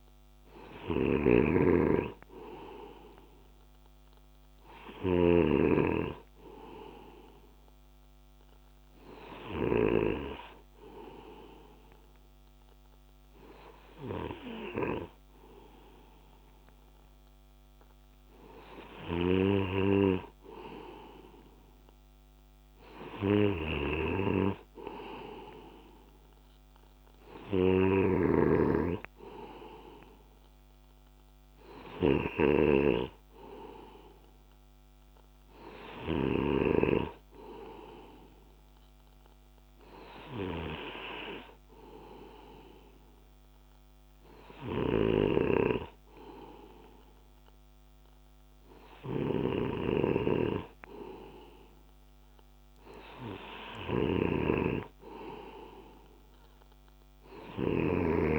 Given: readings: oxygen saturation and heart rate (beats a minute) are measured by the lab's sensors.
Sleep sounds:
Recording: breathing in sleep by a microphone on the trachea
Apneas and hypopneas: none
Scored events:
0.00-5.00 s: snoring (device-marked)
23.00-28.00 s: snoring (device-marked)
From the record:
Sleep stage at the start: N2 (light sleep)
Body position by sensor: on the left side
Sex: male

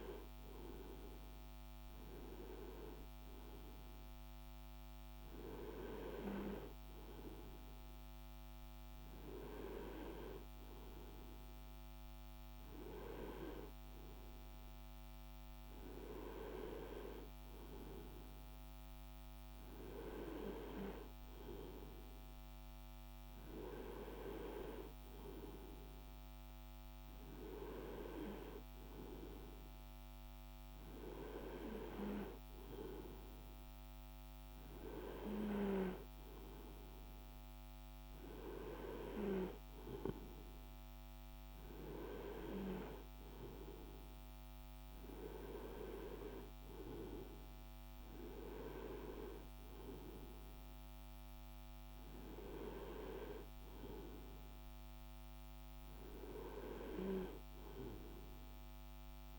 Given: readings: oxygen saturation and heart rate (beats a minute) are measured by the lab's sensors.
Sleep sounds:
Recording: breathing in sleep by a microphone on the trachea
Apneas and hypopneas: none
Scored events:
none scored
From the record:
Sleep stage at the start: N2 (light sleep)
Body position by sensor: on the right side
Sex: male

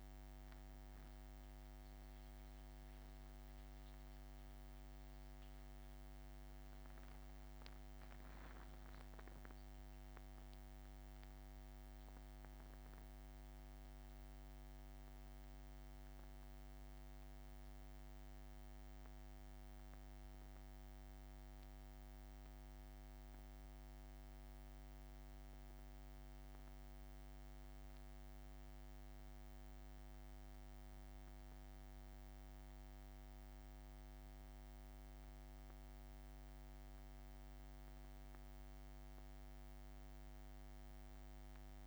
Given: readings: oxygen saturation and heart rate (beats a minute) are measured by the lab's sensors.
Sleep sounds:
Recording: a person awake in a sleep study, hard to hear, by a microphone on the trachea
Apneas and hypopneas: none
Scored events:
0.00-1.00 s: long interval between heartbeats (device-marked, heart rate 159 extreme)
3.00-5.00 s: long interval between heartbeats (device-marked, heart rate 172 before, 162 extreme)
5.50-7.50 s: long interval between heartbeats (device-marked, heart rate 170 before, 170 extreme)
13.50-15.50 s: long interval between heartbeats (device-marked, heart rate 172 before, 182 extreme)
15.50-17.50 s: long interval between heartbeats (device-marked, heart rate 173 before, 190 extreme)
17.50-19.50 s: long interval between heartbeats (device-marked, heart rate 175 before, 194 extreme)
20.00-22.00 s: long interval between heartbeats (device-marked, heart rate 177 before, 181 extreme)
22.50-24.50 s: long interval between heartbeats (device-marked, heart rate 179 before, 180 extreme)
26.00-28.00 s: long interval between heartbeats (device-marked, heart rate 183 before, 184 extreme)
29.00-31.00 s: long interval between heartbeats (device-marked, heart rate 184 before, 158 extreme)
32.00-34.00 s: long interval between heartbeats (device-marked, heart rate 182 before, 154 extreme)
36.00-38.00 s: long interval between heartbeats (device-marked, heart rate 176 before, 157 extreme)
From the record:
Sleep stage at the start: awake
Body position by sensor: upright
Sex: male

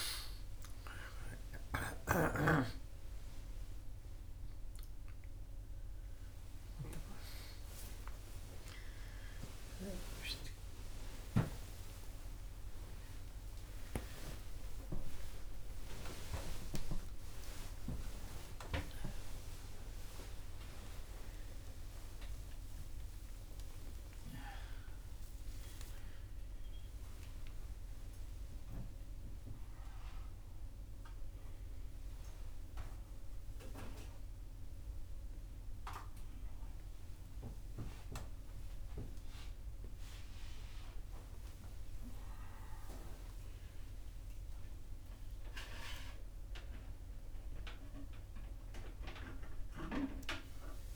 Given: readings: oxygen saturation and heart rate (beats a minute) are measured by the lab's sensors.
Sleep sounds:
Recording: a person awake in a sleep study, by a room microphone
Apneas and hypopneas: none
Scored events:
none scored
From the record:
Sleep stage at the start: awake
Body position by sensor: on the front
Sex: male

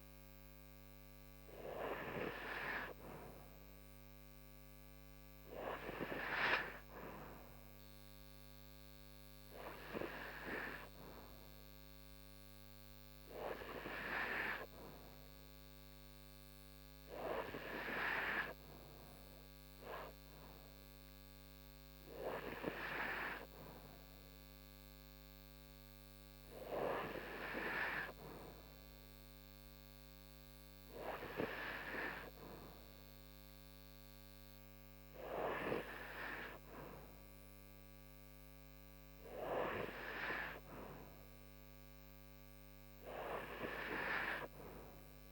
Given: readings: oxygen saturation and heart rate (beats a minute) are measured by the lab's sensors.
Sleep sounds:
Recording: breathing in sleep by a microphone on the trachea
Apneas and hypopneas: none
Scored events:
none scored
From the record:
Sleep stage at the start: N2 (light sleep)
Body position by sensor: on the right side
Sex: female

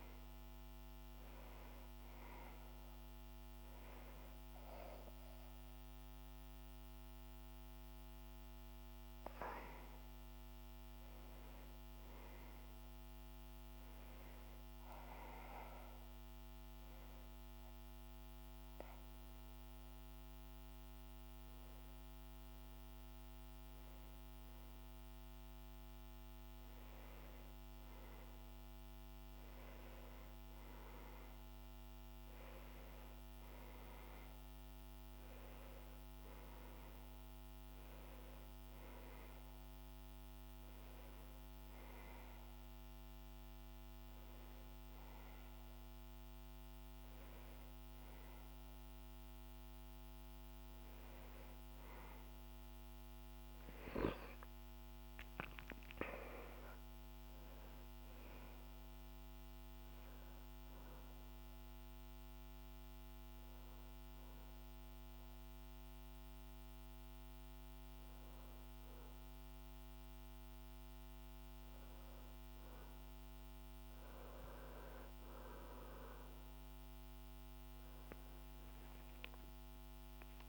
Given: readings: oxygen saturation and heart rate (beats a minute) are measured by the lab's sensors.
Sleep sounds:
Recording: breathing in sleep, hard to hear, by a microphone on the trachea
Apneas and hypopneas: 3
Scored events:
14.00-26.00 s: obstructive apnea (oxygen 99% before, 95% lowest, heart rate 80 before, 75 extreme, up 1 after)
30.00-34.00 s: arousal
30.00-80.49 s: new sleep stage, N2 (light sleep)
40.00-51.00 s: obstructive apnea (oxygen 99% before, 95% lowest, heart rate 76 before, 78 extreme, up 7 after)
53.00-56.50 s: arousal
60.00-73.50 s: hypopnea (oxygen 98% before, 95% lowest, heart rate 79 before, 78 extreme, up 1 after)
75.50-79.00 s: arousal
From the record:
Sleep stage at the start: N1 (lightest sleep)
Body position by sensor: on the back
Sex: male

